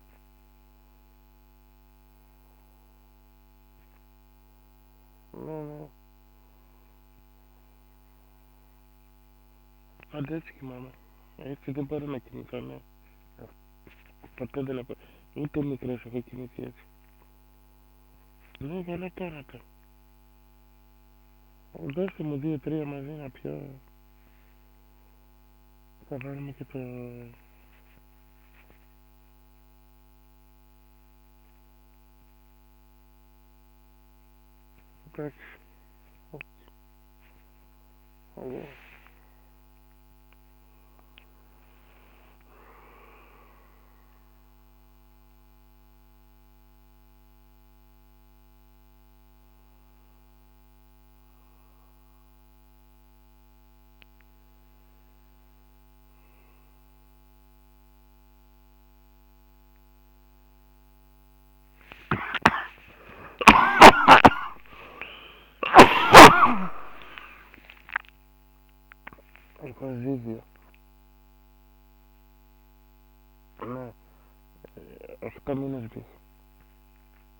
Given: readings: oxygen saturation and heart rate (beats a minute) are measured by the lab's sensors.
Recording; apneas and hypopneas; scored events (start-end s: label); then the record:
a person awake in a sleep study, by a microphone on the trachea; none
5.00-10.00 s: snoring (device-marked)
12.00-26.00 s: snoring (device-marked)
61.50-77.40 s: snoring (device-marked)
75.00-77.40 s: oxygen desaturation (device-marked, oxygen 98% before, 94% lowest, heart rate 66 before, 69 extreme)
From the record:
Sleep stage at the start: awake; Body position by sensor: on the back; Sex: male